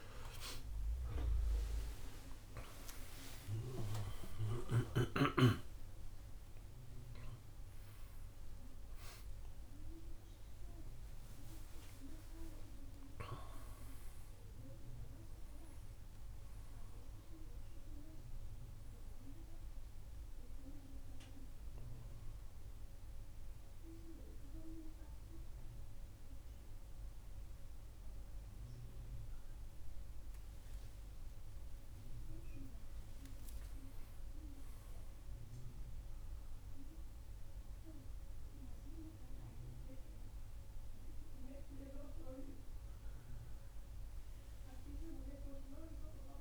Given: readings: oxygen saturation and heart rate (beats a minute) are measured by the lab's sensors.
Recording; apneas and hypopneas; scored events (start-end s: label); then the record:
breathing in sleep by a room microphone; none
0.00-6.50 s: arousal
From the record:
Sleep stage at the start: N2 (light sleep); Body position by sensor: on the right side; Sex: male